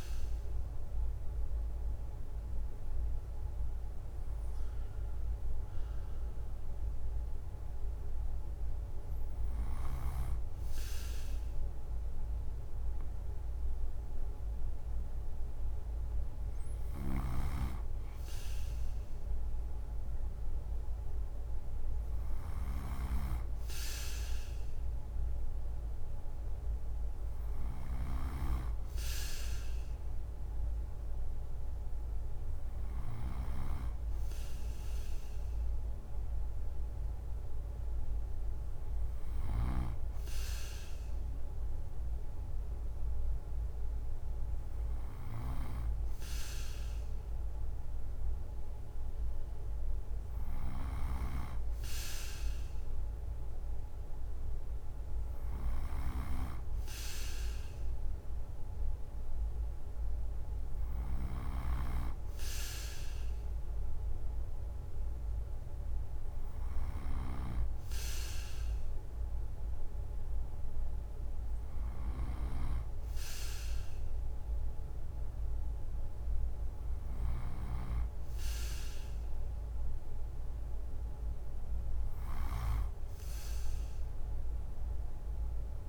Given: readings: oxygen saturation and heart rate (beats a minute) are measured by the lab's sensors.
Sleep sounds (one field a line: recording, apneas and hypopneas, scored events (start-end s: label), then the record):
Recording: breathing in sleep by a room microphone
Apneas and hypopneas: none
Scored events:
16.50-33.00 s: snoring (device-marked)
39.00-82.50 s: snoring (device-marked)
From the record:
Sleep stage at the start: N2 (light sleep)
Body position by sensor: on the right side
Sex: male